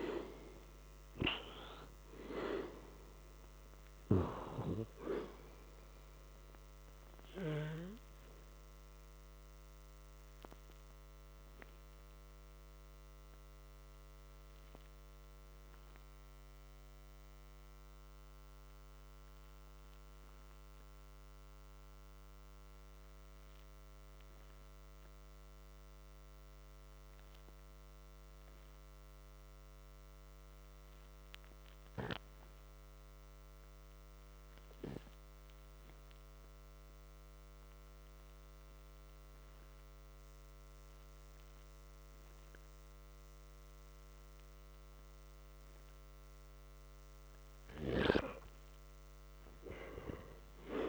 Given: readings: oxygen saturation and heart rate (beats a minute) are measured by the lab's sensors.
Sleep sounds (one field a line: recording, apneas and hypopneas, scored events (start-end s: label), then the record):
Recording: breathing in sleep by a microphone on the trachea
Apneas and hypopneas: 1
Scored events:
10.50-46.50 s: hypopnea (oxygen 97% before, 84% lowest, heart rate 56 before, 48 extreme, up 6 after)
17.50-37.50 s: oxygen desaturation (device-marked, oxygen 95% before, 84% lowest, heart rate 59 before, 48 extreme)
49.50-50.89 s: arousal
From the record:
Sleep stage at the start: N2 (light sleep)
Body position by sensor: on the back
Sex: male